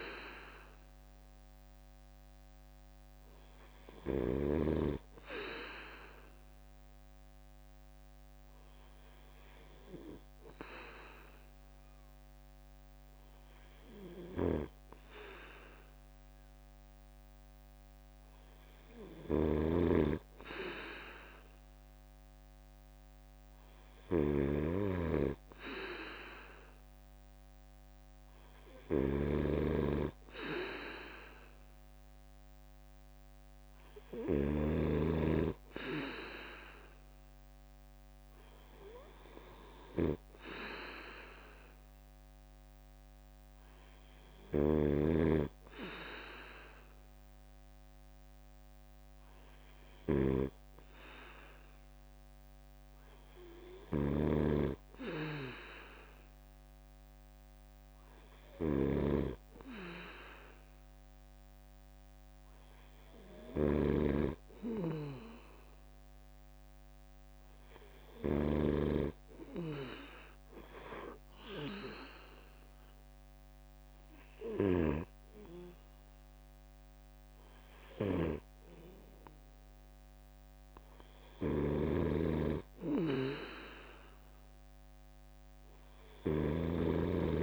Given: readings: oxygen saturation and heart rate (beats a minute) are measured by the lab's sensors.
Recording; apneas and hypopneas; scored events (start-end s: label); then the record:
breathing in sleep by a microphone on the trachea; none
0.00-4.50 s: snoring (device-marked)
14.00-34.50 s: snoring (device-marked)
44.50-68.50 s: snoring (device-marked)
81.00-87.43 s: snoring (device-marked)
From the record:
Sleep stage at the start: N2 (light sleep); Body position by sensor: on the right side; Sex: male